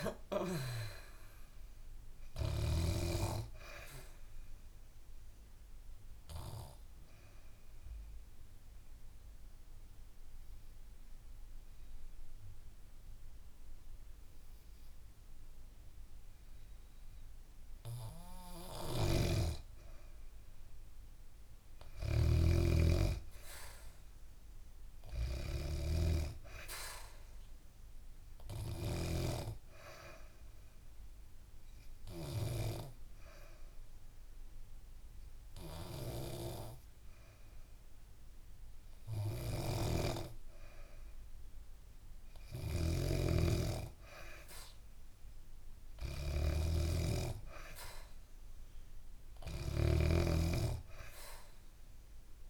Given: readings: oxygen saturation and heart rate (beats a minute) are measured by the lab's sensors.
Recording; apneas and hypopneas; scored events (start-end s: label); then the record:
breathing in sleep by a room microphone; 2
0.00-1.00 s: arousal
3.50-17.50 s: oxygen desaturation (device-marked, oxygen 96% before, 91% lowest, heart rate 72 before, 65 extreme)
4.00-17.00 s: obstructive apnea (oxygen 96% before, 91% lowest, heart rate 72 before, 65 extreme, up 5 after)
18.50-29.00 s: snoring (device-marked)
20.00-24.00 s: arousal
25.50-40.50 s: oxygen desaturation (device-marked, oxygen 99% before, 94% lowest, heart rate 68 before, 69 extreme)
29.00-40.50 s: obstructive apnea (oxygen 99% before, 92% lowest, heart rate 68 before, 69 extreme, up 2 after)
39.00-52.50 s: snoring (device-marked)
42.00-45.50 s: arousal
49.50-52.50 s: oxygen desaturation (device-marked, oxygen 97% before, 93% lowest, heart rate 70 before, 71 extreme)
From the record:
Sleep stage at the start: N2 (light sleep); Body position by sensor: on the back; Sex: female